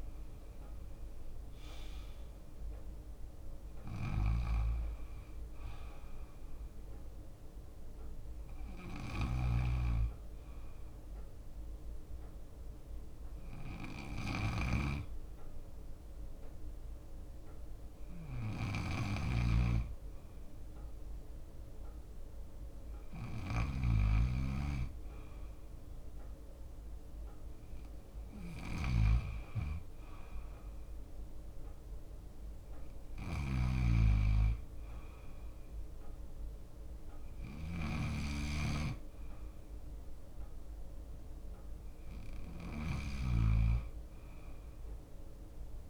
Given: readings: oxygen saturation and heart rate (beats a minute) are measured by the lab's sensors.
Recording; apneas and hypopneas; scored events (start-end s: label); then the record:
breathing in sleep by a room microphone; none
0.00-1.50 s: arousal
0.00-3.50 s: leg movement (device-marked)
4.00-45.90 s: bradycardia (device-marked, heart rate 62 before, 55 extreme)
7.00-16.00 s: leg movement (device-marked)
7.00-17.00 s: oxygen desaturation (device-marked, oxygen 99% before, 96% lowest, heart rate 57 before, 56 extreme)
9.00-24.00 s: snoring (device-marked)
19.00-25.50 s: leg movement (device-marked)
27.00-30.50 s: leg movement (device-marked)
33.00-36.00 s: leg movement (device-marked)
33.50-38.00 s: snoring (device-marked)
37.00-40.00 s: leg movement (device-marked)
43.00-45.90 s: leg movement (device-marked)
From the record:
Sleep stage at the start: N2 (light sleep); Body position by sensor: on the left side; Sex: male